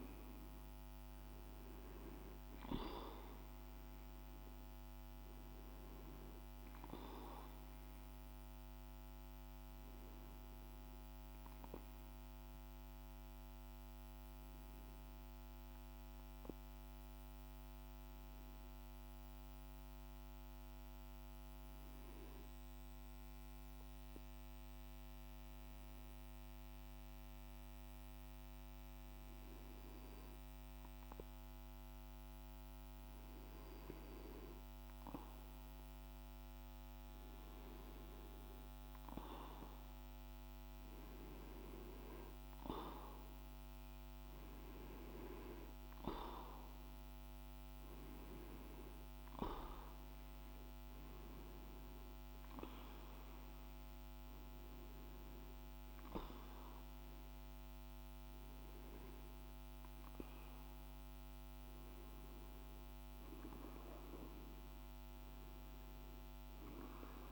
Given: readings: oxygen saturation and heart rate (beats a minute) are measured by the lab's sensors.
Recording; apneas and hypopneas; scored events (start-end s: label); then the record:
breathing in sleep by a microphone on the trachea; 1
0.00-3.50 s: oxygen desaturation (device-marked, oxygen 94% lowest, heart rate 48 extreme)
12.00-32.00 s: obstructive apnea (oxygen 97% before, 94% lowest, heart rate 51 before, 48 extreme, up 2 after)
34.50-38.00 s: arousal
38.50-54.50 s: oxygen desaturation (device-marked, oxygen 98% before, 94% lowest, heart rate 50 before, 49 extreme)
From the record:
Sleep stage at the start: REM sleep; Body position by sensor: on the back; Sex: male